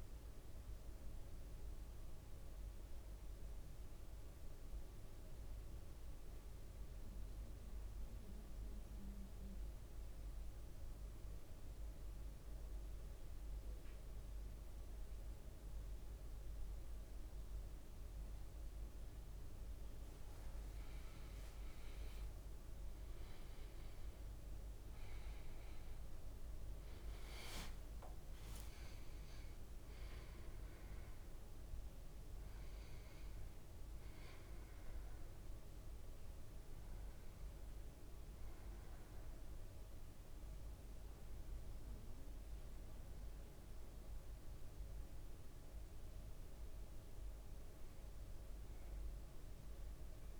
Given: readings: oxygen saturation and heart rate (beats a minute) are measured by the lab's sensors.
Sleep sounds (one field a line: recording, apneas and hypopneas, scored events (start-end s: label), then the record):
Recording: breathing in sleep, hard to hear, by a room microphone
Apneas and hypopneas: 1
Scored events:
6.00-20.00 s: central apnea (oxygen 100% before, 94% lowest, heart rate 57 before, 55 extreme, up 6 after)
20.00-23.00 s: leg movement (device-marked)
21.00-50.40 s: oxygen desaturation (device-marked, oxygen 99% before, 94% lowest, heart rate 56 before, 55 extreme)
25.50-30.00 s: arousal
38.00-50.40 s: new sleep stage, N2 (light sleep)
From the record:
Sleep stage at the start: N1 (lightest sleep)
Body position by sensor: on the back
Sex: male